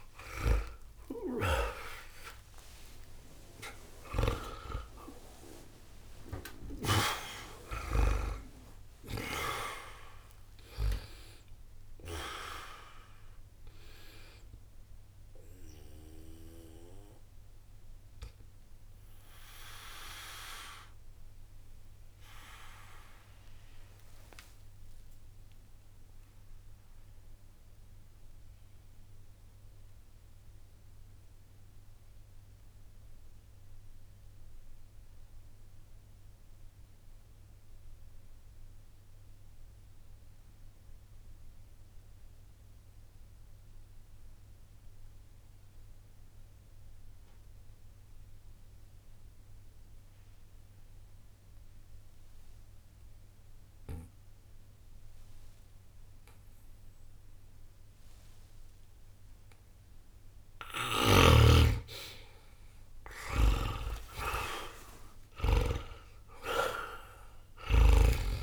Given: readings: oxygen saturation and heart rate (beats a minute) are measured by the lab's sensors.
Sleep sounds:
breathing in sleep by a room microphone; 1
0.00-40.00 s: oxygen desaturation (device-marked, oxygen 76% lowest, heart rate 59 extreme)
19.00-61.00 s: obstructive apnea (oxygen 92% before, 73% lowest, heart rate 63 before, 59 extreme, up 0 after)
58.00-68.43 s: oxygen desaturation (device-marked, oxygen 99% before, 73% lowest, heart rate 61 before, 60 extreme)
64.50-68.43 s: arousal
From the record:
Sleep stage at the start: N2 (light sleep); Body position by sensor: on the back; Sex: male

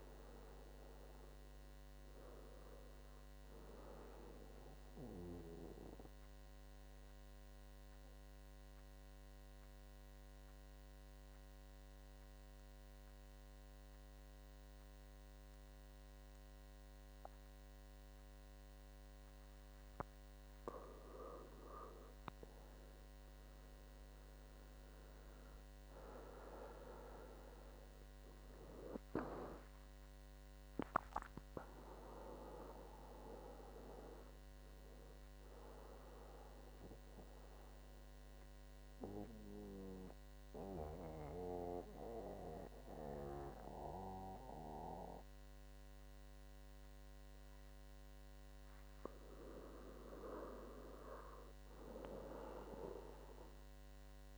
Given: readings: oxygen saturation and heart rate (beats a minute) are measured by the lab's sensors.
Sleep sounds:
breathing in sleep by a microphone on the trachea; 2
0.00-1.00 s: oxygen desaturation (device-marked, oxygen 91% lowest, heart rate 70 extreme)
6.00-21.00 s: mixed apnea (oxygen 98% before, 93% lowest, heart rate 78 before, 70 extreme, up 8 after)
21.00-41.00 s: oxygen desaturation (device-marked, oxygen 97% before, 93% lowest, heart rate 72 before, 69 extreme)
23.00-26.50 s: arousal
36.00-48.00 s: central apnea (oxygen 98% before, 86% lowest, heart rate 75 before, 69 extreme, up 2 after)
50.50-53.50 s: arousal
From the record:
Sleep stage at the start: N2 (light sleep); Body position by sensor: on the back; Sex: male

